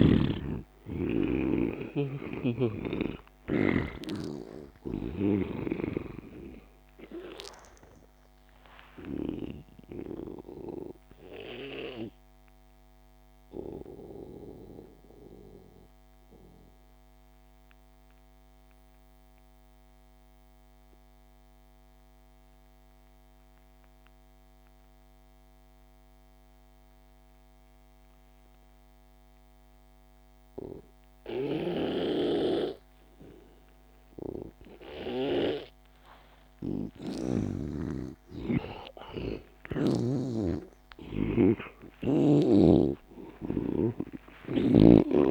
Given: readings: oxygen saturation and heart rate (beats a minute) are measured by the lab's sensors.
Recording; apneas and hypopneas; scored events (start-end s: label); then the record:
breathing in sleep by a microphone on the trachea; 1
0.00-20.50 s: oxygen desaturation (device-marked, oxygen 79% lowest)
9.50-36.00 s: obstructive apnea (oxygen 98% before, 79% lowest)
31.50-35.50 s: snoring (device-marked)
35.50-45.31 s: oxygen desaturation (device-marked, oxygen 97% before, 85% lowest)
39.00-44.50 s: arousal
From the record:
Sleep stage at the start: N2 (light sleep); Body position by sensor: on the back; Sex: male